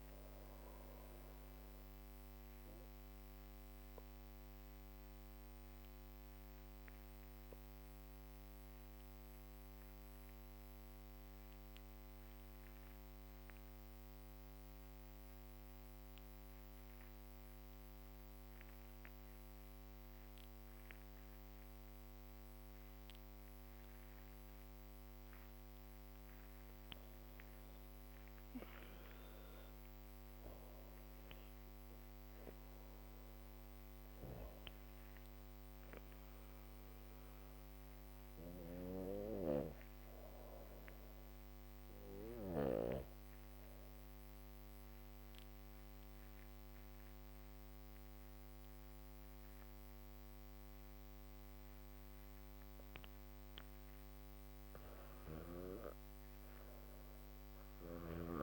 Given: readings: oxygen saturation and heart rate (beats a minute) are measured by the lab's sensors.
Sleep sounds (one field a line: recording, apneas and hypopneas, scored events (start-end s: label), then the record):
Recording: breathing in sleep by a microphone on the trachea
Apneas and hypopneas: 2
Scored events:
2.00-24.50 s: obstructive apnea (oxygen 99% before, 92% lowest, heart rate 67 before, 60 extreme, up 13 after)
9.00-19.00 s: drop in pulse transit time (device-marked, heart rate 62 before, 62 extreme)
25.00-47.00 s: oxygen desaturation (device-marked, oxygen 98% before, 92% lowest, heart rate 66 before, 66 extreme)
26.50-30.50 s: arousal
42.00-54.00 s: obstructive apnea (oxygen 99% before, 92% lowest, heart rate 74 before, 62 extreme, up 4 after)
57.00-58.43 s: arousal
From the record:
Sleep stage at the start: N2 (light sleep)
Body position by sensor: on the back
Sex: female